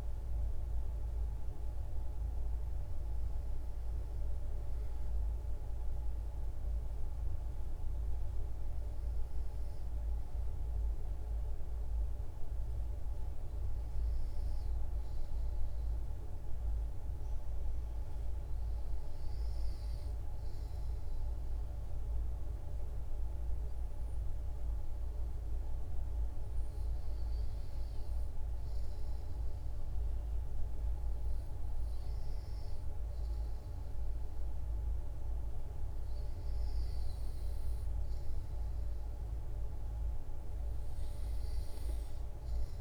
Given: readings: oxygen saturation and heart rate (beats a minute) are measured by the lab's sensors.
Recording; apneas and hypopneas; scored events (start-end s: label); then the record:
breathing in sleep, hard to hear, by a room microphone; 1
14.00-17.00 s: arousal
21.50-37.00 s: hypopnea (oxygen 95% before, 89% lowest, heart rate 60 before, 61 extreme, up 14 after)
28.00-42.81 s: oxygen desaturation (device-marked, oxygen 93% before, 89% lowest, heart rate 60 before, 57 extreme)
38.50-41.50 s: arousal
From the record:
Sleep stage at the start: N2 (light sleep); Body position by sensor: on the back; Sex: female